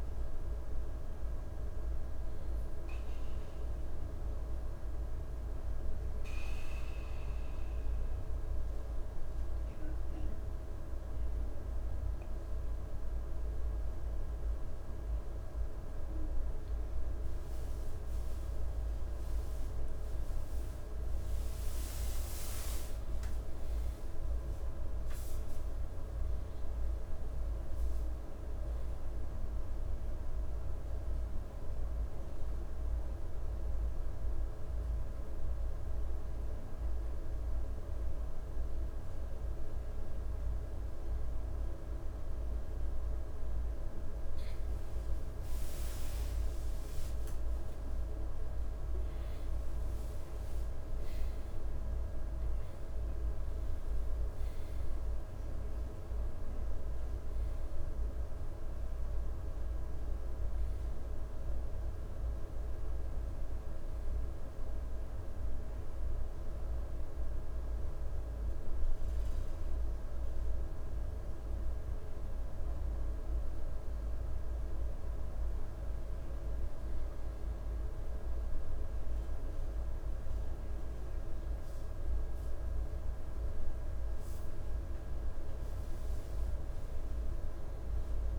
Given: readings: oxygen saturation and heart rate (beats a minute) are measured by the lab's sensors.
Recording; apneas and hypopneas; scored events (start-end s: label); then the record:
breathing in sleep, hard to hear, by a room microphone; 3
0.00-10.00 s: oxygen desaturation (device-marked, oxygen 93% lowest, heart rate 62 extreme)
7.00-17.00 s: central apnea (oxygen 97% before, 93% lowest, heart rate 68 before, 61 extreme, up 10 after)
20.50-25.00 s: arousal
24.00-38.00 s: oxygen desaturation (device-marked, oxygen 96% before, 93% lowest, heart rate 65 before, 60 extreme)
34.00-44.50 s: central apnea (oxygen 96% before, 93% lowest, heart rate 69 before, 60 extreme, up 12 after)
47.00-52.50 s: arousal
69.00-81.00 s: hypopnea (oxygen 96% before, 94% lowest, heart rate 74 before, 60 extreme, up 7 after)
82.50-85.50 s: arousal
From the record:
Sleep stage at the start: N2 (light sleep); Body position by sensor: on the back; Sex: male